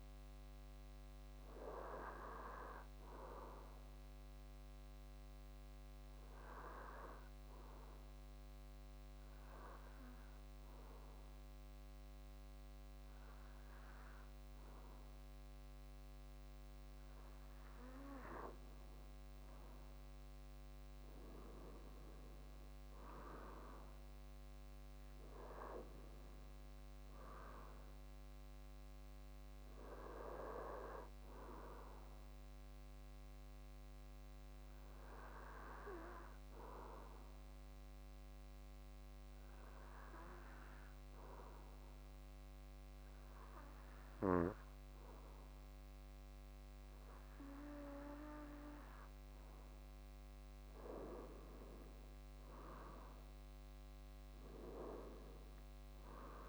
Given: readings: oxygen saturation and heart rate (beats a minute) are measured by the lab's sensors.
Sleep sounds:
breathing in sleep by a microphone on the trachea; 2
6.50-17.00 s: obstructive apnea (oxygen 97% before, 92% lowest, heart rate 63 before, 47 extreme, up 15 after)
20.00-24.50 s: arousal
27.00-46.00 s: oxygen desaturation (device-marked, oxygen 96% before, 92% lowest, heart rate 59 before, 45 extreme)
34.00-47.00 s: hypopnea (oxygen 96% before, 92% lowest, heart rate 62 before, 45 extreme, up 11 after)
49.50-53.50 s: arousal
From the record:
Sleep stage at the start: N2 (light sleep); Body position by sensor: on the back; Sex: male

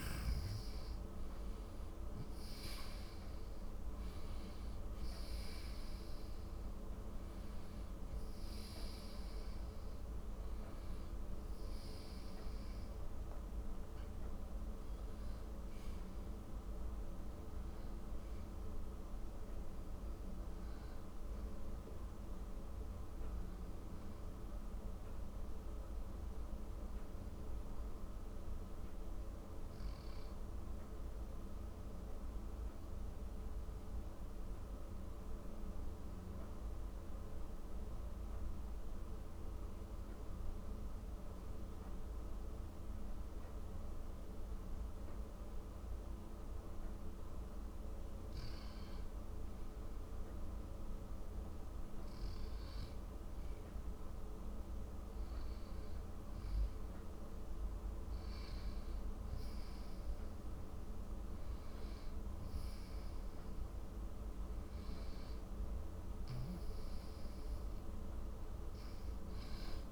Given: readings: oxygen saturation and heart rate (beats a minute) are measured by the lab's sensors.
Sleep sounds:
breathing in sleep, hard to hear, by a room microphone; 1
7.50-26.50 s: oxygen desaturation (device-marked, oxygen 98% before, 93% lowest, heart rate 61 before, 53 extreme)
26.50-30.50 s: arousal
33.50-46.50 s: central apnea (oxygen 97% before, 95% lowest, heart rate 62 before, 54 extreme, up 11 after)
51.00-55.50 s: arousal
From the record:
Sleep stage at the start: N2 (light sleep); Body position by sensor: on the back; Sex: male

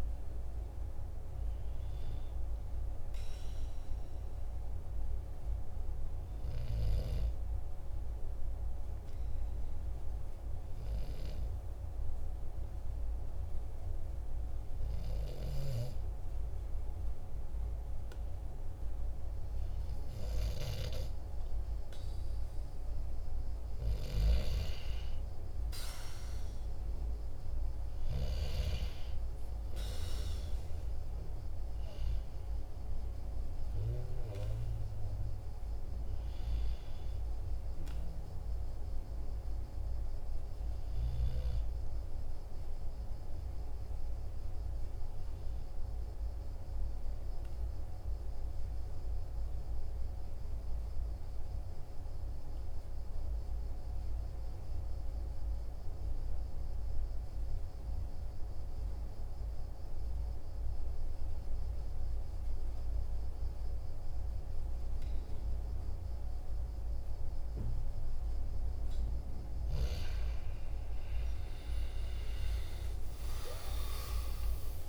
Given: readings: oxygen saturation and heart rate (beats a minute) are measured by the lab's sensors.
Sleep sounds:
breathing in sleep by a room microphone; 2
4.00-22.50 s: obstructive apnea (oxygen 97% before, 94% lowest, heart rate 47 before, 45 extreme, up 3 after)
25.50-30.00 s: arousal
46.50-69.50 s: obstructive apnea (oxygen 97% before, 91% lowest, heart rate 47 before, 44 extreme, up 6 after)
71.00-74.89 s: arousal
From the record:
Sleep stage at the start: N2 (light sleep); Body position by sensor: on the right side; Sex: male

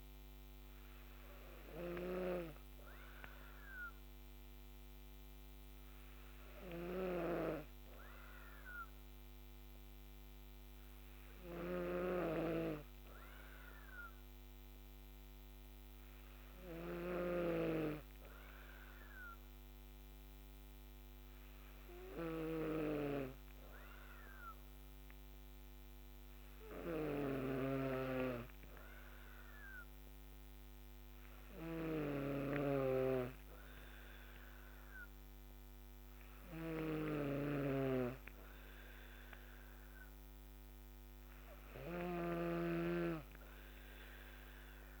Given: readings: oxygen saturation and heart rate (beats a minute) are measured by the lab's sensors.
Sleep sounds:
breathing in sleep by a microphone on the trachea; none
11.50-17.50 s: snoring (device-marked)
31.50-45.00 s: snoring (device-marked)
From the record:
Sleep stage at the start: N2 (light sleep); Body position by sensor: on the back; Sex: female

